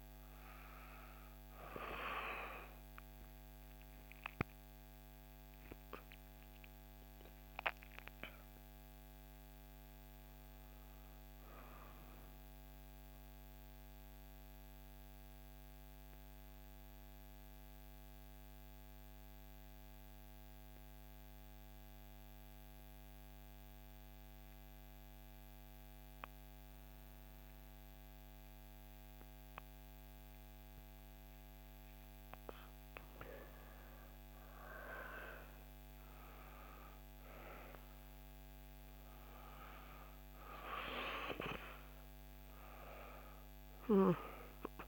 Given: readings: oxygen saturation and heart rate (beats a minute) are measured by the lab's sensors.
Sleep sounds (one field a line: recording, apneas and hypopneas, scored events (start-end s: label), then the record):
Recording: breathing in sleep by a microphone on the trachea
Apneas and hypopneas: 1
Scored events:
0.00-1.00 s: oxygen desaturation (device-marked, oxygen 92% lowest, heart rate 62 extreme)
4.00-8.00 s: arousal
12.50-32.00 s: obstructive apnea (oxygen 97% before, 89% lowest, heart rate 66 before, 59 extreme, up 5 after)
26.00-44.88 s: oxygen desaturation (device-marked, oxygen 97% before, 89% lowest, heart rate 65 before, 59 extreme)
33.00-37.50 s: arousal
From the record:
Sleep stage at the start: N2 (light sleep)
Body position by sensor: on the back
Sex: female